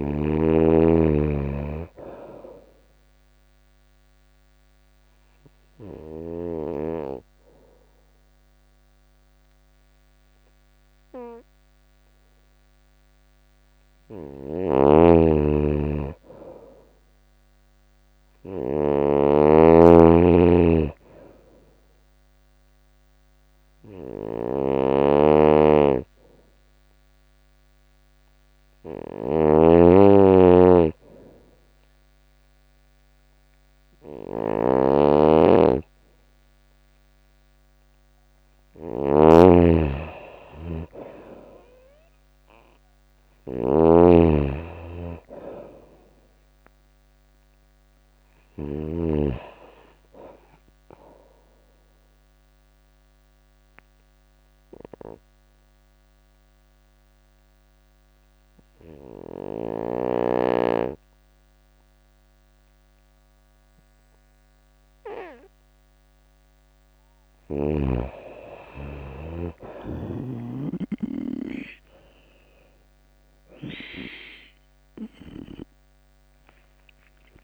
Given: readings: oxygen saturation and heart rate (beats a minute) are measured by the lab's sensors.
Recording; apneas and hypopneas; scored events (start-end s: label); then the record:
breathing in sleep by a microphone on the trachea; 3
2.50-15.00 s: obstructive apnea (oxygen 95% before, 90% lowest, heart rate 88 before, 80 extreme, up 0 after)
7.50-16.50 s: oxygen desaturation (device-marked, oxygen 95% before, 91% lowest, heart rate 94 before, 80 extreme)
14.00-48.50 s: snoring (device-marked)
16.50-20.00 s: arousal
22.50-37.00 s: hypopnea (oxygen 96% before, 86% lowest, heart rate 87 before, 80 extreme, up 2 after)
26.50-35.50 s: oxygen desaturation (device-marked, oxygen 96% before, 92% lowest, heart rate 81 before, 80 extreme)
39.00-43.00 s: arousal
44.50-60.50 s: oxygen desaturation (device-marked, oxygen 94% before, 90% lowest, heart rate 81 before, 80 extreme)
51.50-65.00 s: obstructive apnea (oxygen 96% before, 86% lowest, heart rate 82 before, 80 extreme, up 2 after)
66.50-69.50 s: arousal
69.00-75.00 s: snoring (device-marked)
From the record:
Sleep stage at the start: N2 (light sleep); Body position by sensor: on the right side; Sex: female